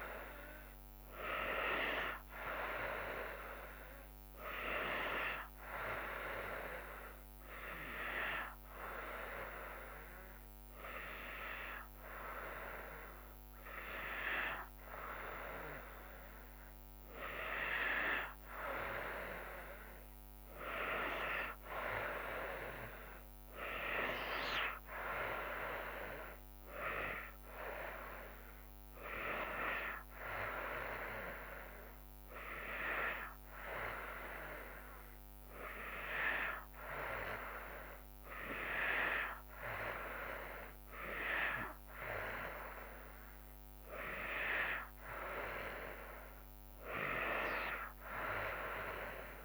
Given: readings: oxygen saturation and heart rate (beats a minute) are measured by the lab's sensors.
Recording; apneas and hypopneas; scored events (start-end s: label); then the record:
breathing in sleep by a microphone on the trachea; none
none scored
From the record:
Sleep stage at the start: N2 (light sleep); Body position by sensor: on the back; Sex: female